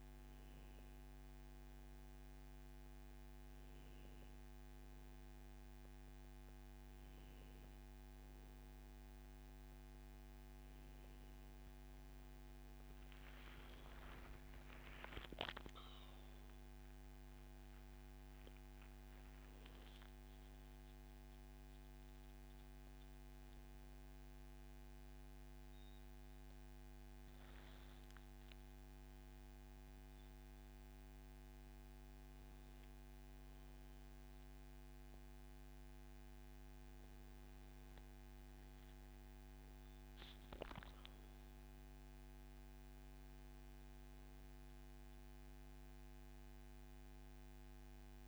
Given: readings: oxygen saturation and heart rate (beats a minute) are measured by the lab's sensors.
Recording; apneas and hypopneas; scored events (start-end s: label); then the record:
a person awake in a sleep study, hard to hear, by a microphone on the trachea; none
18.50-31.50 s: oxygen desaturation (device-marked, oxygen 98% before, 95% lowest, heart rate 140 before, 140 extreme)
From the record:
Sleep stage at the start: awake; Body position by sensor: on the back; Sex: male